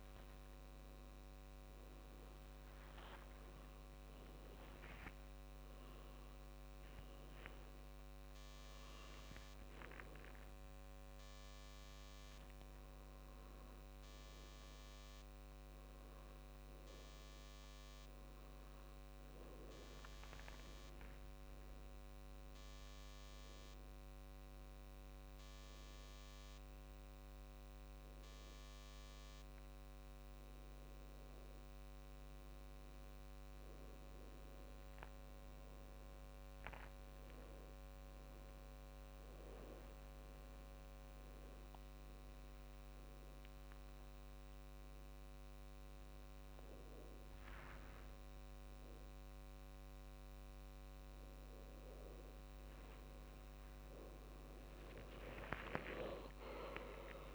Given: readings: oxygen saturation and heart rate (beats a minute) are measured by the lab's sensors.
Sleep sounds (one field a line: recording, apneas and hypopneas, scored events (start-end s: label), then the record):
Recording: a person awake in a sleep study, hard to hear, by a microphone on the trachea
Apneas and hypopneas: 1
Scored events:
42.00-52.00 s: hypopnea (oxygen 95% before, 91% lowest, heart rate 77 before, 77 extreme, up 3 after)
From the record:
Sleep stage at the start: awake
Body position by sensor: on the back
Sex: male